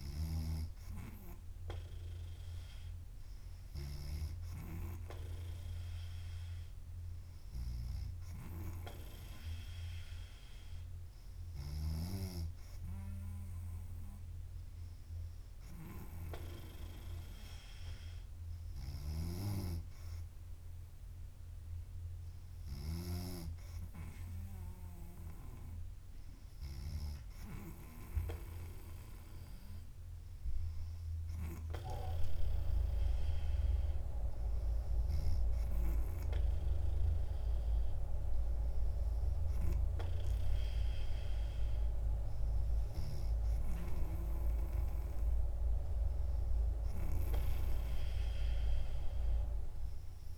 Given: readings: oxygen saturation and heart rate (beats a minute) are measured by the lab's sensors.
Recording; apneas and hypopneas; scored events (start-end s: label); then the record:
breathing in sleep by a room microphone; none
none scored
From the record:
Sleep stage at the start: N3 (deep sleep); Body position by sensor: on the back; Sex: female